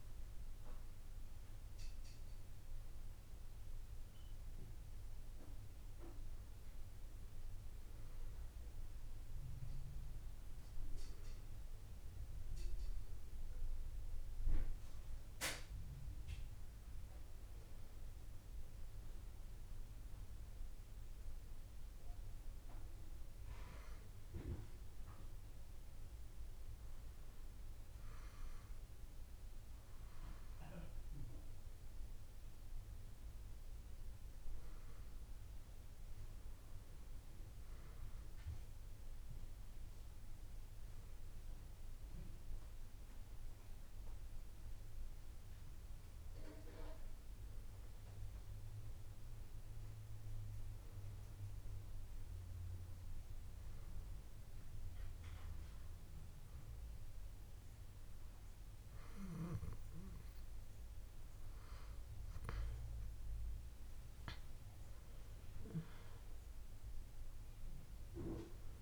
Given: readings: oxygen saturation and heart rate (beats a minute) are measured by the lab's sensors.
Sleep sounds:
breathing in sleep by a room microphone; none
0.00-1.00 s: drop in pulse transit time (device-marked, heart rate 47 extreme)
6.00-8.00 s: long interval between heartbeats (device-marked, heart rate 64 before, 71 extreme)
16.00-18.00 s: long interval between heartbeats (device-marked, heart rate 60 before, 72 extreme)
16.00-26.00 s: drop in pulse transit time (device-marked, heart rate 60 before, 37 extreme)
20.00-22.00 s: long interval between heartbeats (device-marked, heart rate 62 before, 46 extreme)
25.50-27.50 s: long interval between heartbeats (device-marked, heart rate 55 before, 66 extreme)
39.50-41.50 s: long interval between heartbeats (device-marked, heart rate 57 before, 73 extreme)
40.00-51.00 s: drop in pulse transit time (device-marked, heart rate 59 before, 37 extreme)
42.50-44.50 s: long interval between heartbeats (device-marked, heart rate 61 before, 59 extreme)
45.50-47.50 s: long interval between heartbeats (device-marked, heart rate 63 before, 45 extreme)
48.00-50.00 s: long interval between heartbeats (device-marked, heart rate 60 before, 45 extreme)
52.00-54.00 s: long interval between heartbeats (device-marked, heart rate 60 before, 64 extreme)
57.00-59.00 s: long interval between heartbeats (device-marked, heart rate 59 before, 45 extreme)
60.50-62.50 s: long interval between heartbeats (device-marked, heart rate 55 before, 36 extreme)
63.00-65.00 s: long interval between heartbeats (device-marked, heart rate 52 before, 55 extreme)
63.00-68.82 s: drop in pulse transit time (device-marked, heart rate 52 before, 55 extreme)
From the record:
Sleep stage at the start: N1 (lightest sleep); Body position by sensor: on the back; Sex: female

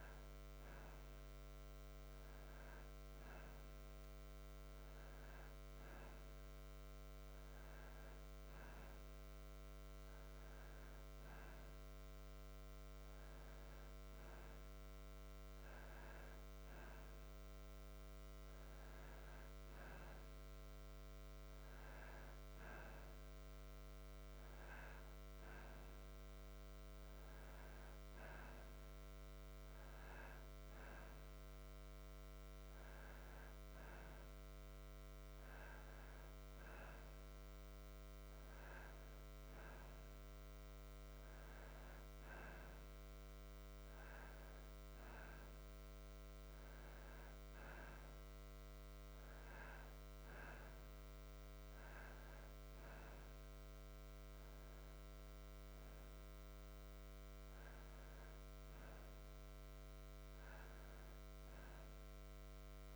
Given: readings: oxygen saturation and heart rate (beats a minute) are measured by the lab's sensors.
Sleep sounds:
breathing in sleep, hard to hear, by a microphone on the trachea; none
none scored
From the record:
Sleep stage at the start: N2 (light sleep); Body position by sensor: on the back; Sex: male

